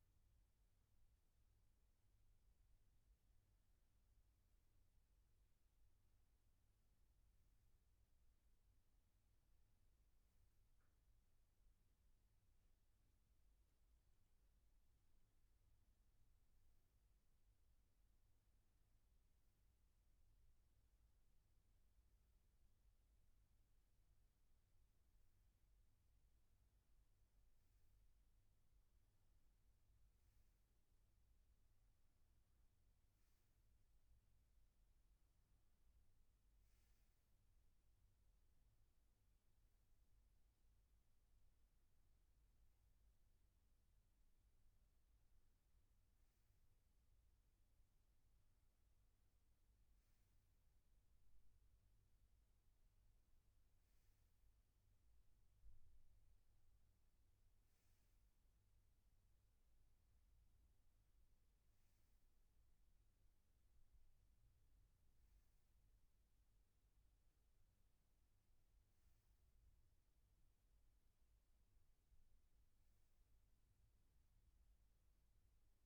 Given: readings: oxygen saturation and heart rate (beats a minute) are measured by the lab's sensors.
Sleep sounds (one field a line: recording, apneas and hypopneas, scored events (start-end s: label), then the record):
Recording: breathing in sleep, hard to hear, by a room microphone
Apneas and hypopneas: 1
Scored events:
3.50-28.50 s: hypopnea (oxygen 95% before, 93% lowest, heart rate 68 before, 60 extreme, up 4 after)
69.50-75.86 s: new sleep stage, N2 (light sleep)
From the record:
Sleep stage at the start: N1 (lightest sleep)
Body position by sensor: on the right side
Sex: male